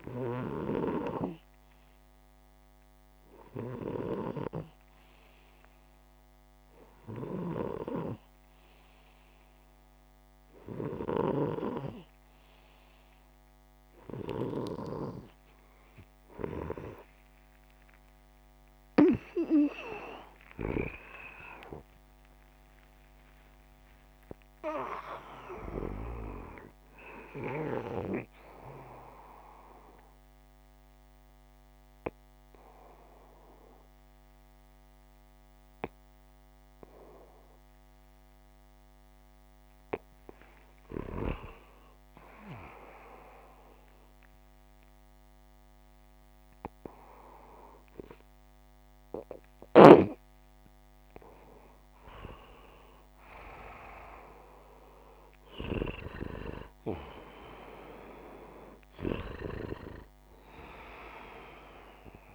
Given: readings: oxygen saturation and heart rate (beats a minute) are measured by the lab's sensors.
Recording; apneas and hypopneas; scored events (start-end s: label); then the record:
breathing in sleep by a microphone on the trachea; none
0.00-8.00 s: oxygen desaturation (device-marked, oxygen 92% lowest, heart rate 52 extreme)
10.50-14.50 s: snoring (device-marked)
17.00-24.00 s: arousal
55.00-58.50 s: arousal
56.00-62.35 s: oxygen desaturation (device-marked, oxygen 95% before, 88% lowest, heart rate 98 before, 59 extreme)
From the record:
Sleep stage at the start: N2 (light sleep); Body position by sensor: upright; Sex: male